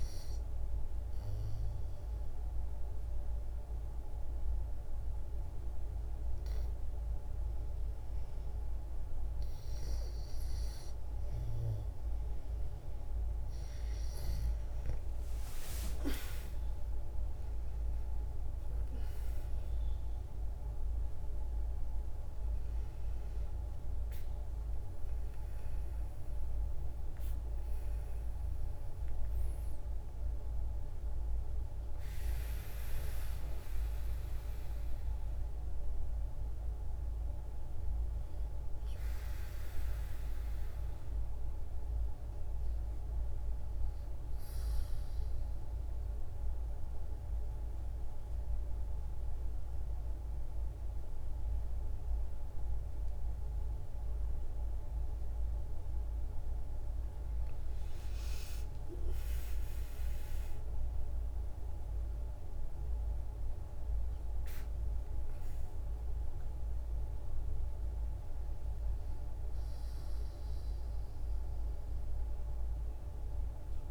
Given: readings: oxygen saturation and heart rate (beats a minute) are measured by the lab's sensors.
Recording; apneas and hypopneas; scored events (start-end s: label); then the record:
breathing in sleep, hard to hear, by a room microphone; 2
1.00-11.00 s: obstructive apnea (oxygen 92% before, 88% lowest, heart rate 73 before, 71 extreme, up 16 after)
12.50-16.50 s: arousal
16.50-37.50 s: oxygen desaturation (device-marked, oxygen 92% before, 88% lowest, heart rate 75 before, 59 extreme)
45.50-56.00 s: obstructive apnea (oxygen 97% before, 93% lowest, heart rate 71 before, 58 extreme, up 11 after)
57.50-61.00 s: arousal
From the record:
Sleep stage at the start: REM sleep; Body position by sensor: on the back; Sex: female